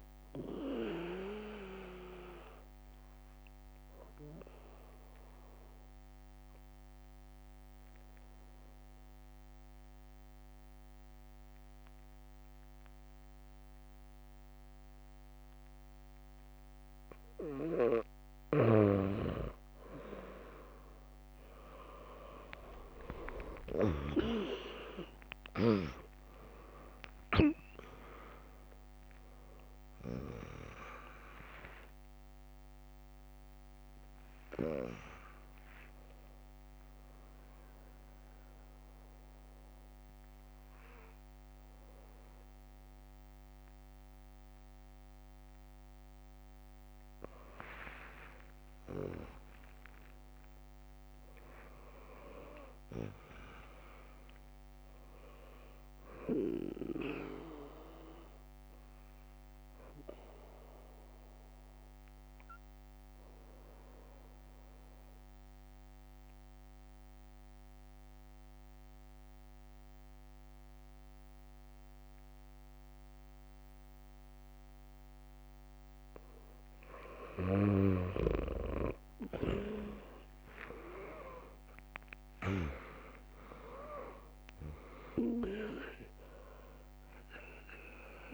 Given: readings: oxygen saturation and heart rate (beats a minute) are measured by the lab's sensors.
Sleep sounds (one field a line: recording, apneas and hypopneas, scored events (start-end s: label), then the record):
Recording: breathing in sleep by a microphone on the trachea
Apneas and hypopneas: 2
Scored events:
0.00-12.50 s: drop in pulse transit time (device-marked, heart rate 64 extreme)
0.00-13.50 s: oxygen desaturation (device-marked, oxygen 96% lowest, heart rate 58 extreme)
5.00-17.00 s: obstructive apnea (oxygen 100% before, 96% lowest, heart rate 70 before, 58 extreme, up 0 after)
18.00-24.00 s: snoring (device-marked)
19.50-24.00 s: arousal
27.50-39.50 s: drop in pulse transit time (device-marked, heart rate 68 before, 69 extreme)
49.00-53.50 s: arousal
63.50-76.00 s: obstructive apnea (oxygen 100% before, 95% lowest, heart rate 73 before, 58 extreme, up 1 after)
74.50-78.50 s: bradycardia (device-marked, heart rate 74 before, 59 extreme)
78.00-82.50 s: arousal
82.50-88.34 s: drop in pulse transit time (device-marked, heart rate 62 before, 60 extreme)
From the record:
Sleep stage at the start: N2 (light sleep)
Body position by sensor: on the left side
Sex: female